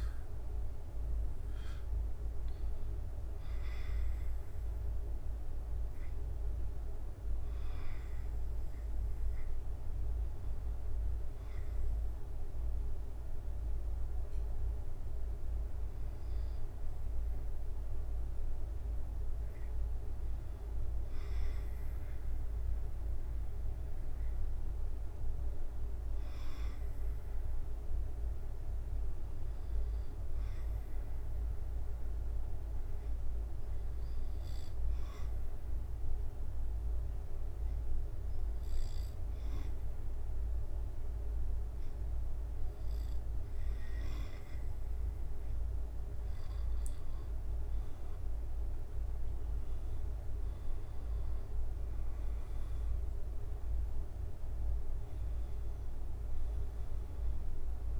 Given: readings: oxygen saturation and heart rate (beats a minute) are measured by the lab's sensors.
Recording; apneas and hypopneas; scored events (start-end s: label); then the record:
breathing in sleep, hard to hear, by a room microphone; 1
30.00-45.00 s: obstructive apnea (oxygen 97% before, 95% lowest, heart rate 69 before, 66 extreme, up 15 after)
47.50-51.50 s: arousal
52.50-58.00 s: drop in pulse transit time (device-marked, heart rate 70 before, 75 extreme)
From the record:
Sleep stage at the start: N2 (light sleep); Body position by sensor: on the back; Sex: male